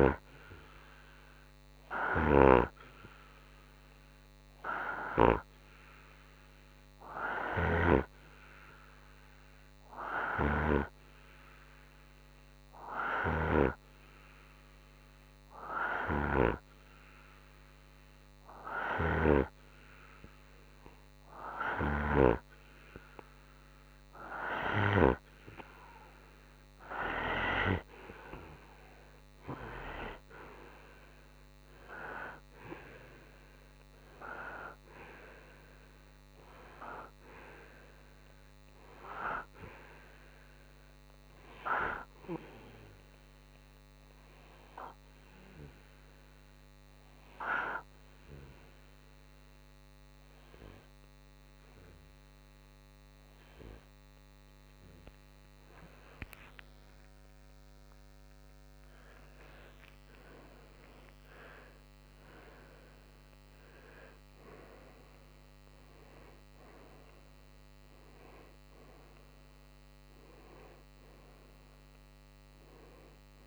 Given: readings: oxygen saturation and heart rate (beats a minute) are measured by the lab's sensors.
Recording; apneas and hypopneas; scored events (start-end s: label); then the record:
a person partly awake in a sleep study, by a microphone on the trachea; 2
0.00-18.50 s: oxygen desaturation (device-marked, oxygen 91% lowest, heart rate 62 extreme)
0.50-23.50 s: obstructive apnea (oxygen 97% before, 91% lowest, heart rate 64 before, 62 extreme, up 6 after)
2.00-8.00 s: snoring (device-marked)
10.00-13.50 s: snoring (device-marked)
27.00-31.00 s: arousal
42.50-55.50 s: obstructive apnea (oxygen 95% before, 92% lowest, heart rate 67 before, 60 extreme, up 43 after)
53.50-73.47 s: new sleep stage, awake
From the record:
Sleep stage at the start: N2 (light sleep); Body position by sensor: on the right side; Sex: male